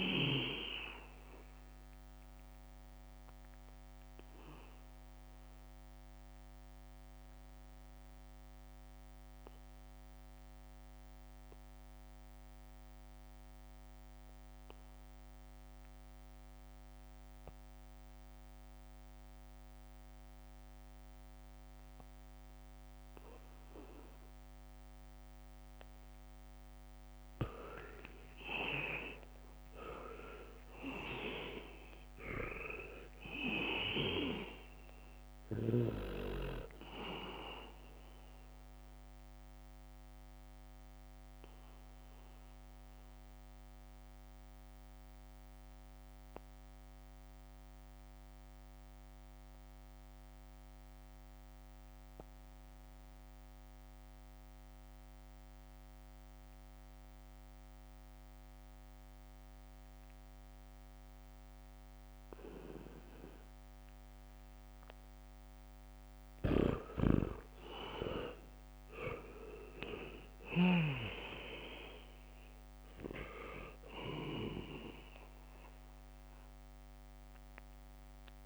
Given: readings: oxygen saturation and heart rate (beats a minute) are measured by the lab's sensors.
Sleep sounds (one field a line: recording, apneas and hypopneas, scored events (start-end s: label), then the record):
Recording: breathing in sleep by a microphone on the trachea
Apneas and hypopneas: 2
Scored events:
0.00-1.00 s: snoring (device-marked)
0.00-18.50 s: oxygen desaturation (device-marked, oxygen 82% lowest, heart rate 71 extreme)
5.00-25.00 s: obstructive apnea (oxygen 98% before, 79% lowest, heart rate 76 before, 71 extreme, up 0 after)
27.50-50.50 s: oxygen desaturation (device-marked, oxygen 99% before, 79% lowest, heart rate 78 before, 69 extreme)
28.00-30.00 s: long interval between heartbeats (device-marked, heart rate 78 before, 76 extreme)
28.50-33.00 s: arousal
32.50-42.50 s: leg movement (device-marked)
40.00-66.00 s: mixed apnea (oxygen 99% before, 78% lowest, heart rate 76 before, 69 extreme, up 5 after)
61.00-62.00 s: leg movement (device-marked)
63.50-78.46 s: oxygen desaturation (device-marked, oxygen 99% before, 78% lowest, heart rate 77 before, 69 extreme)
64.50-73.00 s: leg movement (device-marked)
66.50-71.50 s: snoring (device-marked)
67.50-71.50 s: arousal
From the record:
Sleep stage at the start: N2 (light sleep)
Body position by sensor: on the back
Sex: male